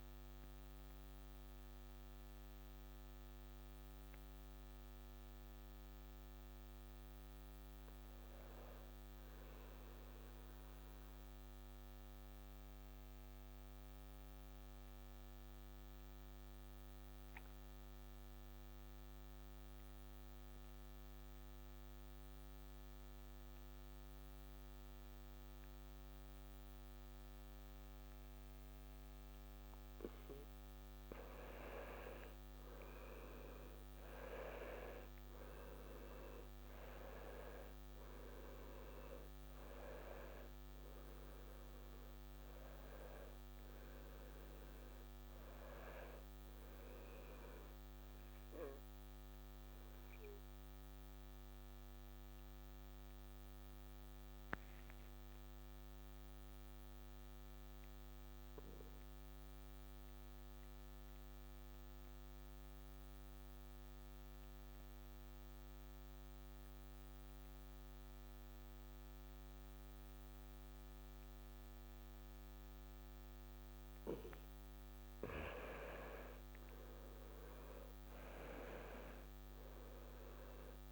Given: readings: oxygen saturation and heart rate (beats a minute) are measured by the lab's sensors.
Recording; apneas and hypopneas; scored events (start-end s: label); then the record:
breathing in sleep by a microphone on the trachea; 2
0.00-4.50 s: oxygen desaturation (device-marked, oxygen 82% lowest, heart rate 64 extreme)
11.50-30.50 s: obstructive apnea (oxygen 99% before, 85% lowest, heart rate 72 before, 64 extreme, up 8 after)
21.50-52.50 s: oxygen desaturation (device-marked, oxygen 99% before, 85% lowest, heart rate 67 before, 66 extreme)
32.00-37.00 s: arousal
48.50-75.00 s: obstructive apnea (oxygen 97% before, 85% lowest, heart rate 71 before, 66 extreme, up 9 after)
68.50-80.92 s: oxygen desaturation (device-marked, oxygen 97% before, 85% lowest, heart rate 70 before, 65 extreme)
76.00-80.50 s: arousal
From the record:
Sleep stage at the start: N2 (light sleep); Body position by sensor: on the back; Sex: male